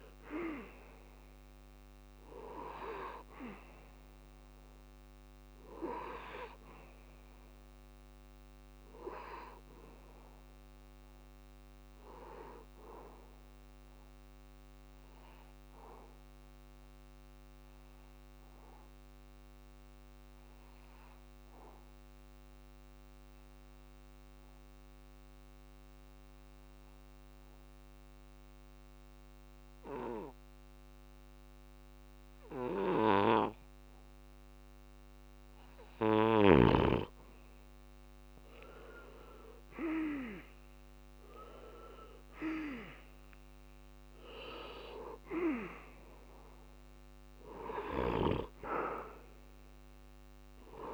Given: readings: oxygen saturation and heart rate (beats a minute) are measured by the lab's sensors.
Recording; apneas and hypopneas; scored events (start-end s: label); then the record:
breathing in sleep by a microphone on the trachea; 1
0.00-17.00 s: oxygen desaturation (device-marked, oxygen 85% lowest)
13.50-34.50 s: central apnea (oxygen 95% before, 85% lowest)
34.00-50.93 s: oxygen desaturation (device-marked, oxygen 98% before, 85% lowest)
37.00-42.00 s: arousal
From the record:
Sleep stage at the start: N2 (light sleep); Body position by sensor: on the back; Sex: male